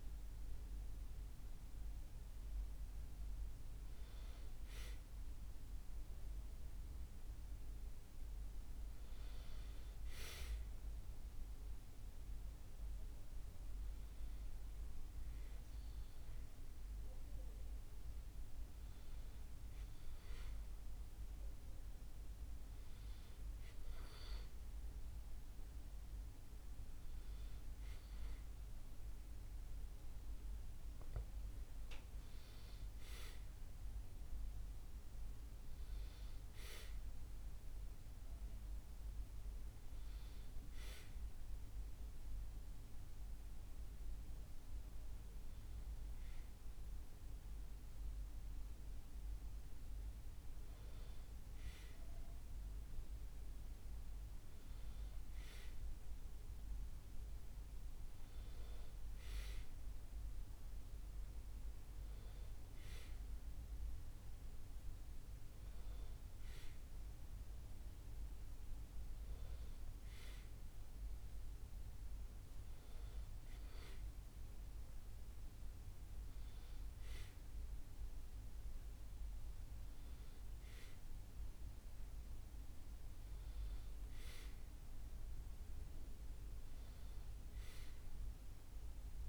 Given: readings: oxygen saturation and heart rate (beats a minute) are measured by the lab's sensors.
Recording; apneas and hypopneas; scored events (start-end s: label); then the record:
breathing in sleep, hard to hear, by a room microphone; none
none scored
From the record:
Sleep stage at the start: N1 (lightest sleep); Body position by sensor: on the back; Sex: male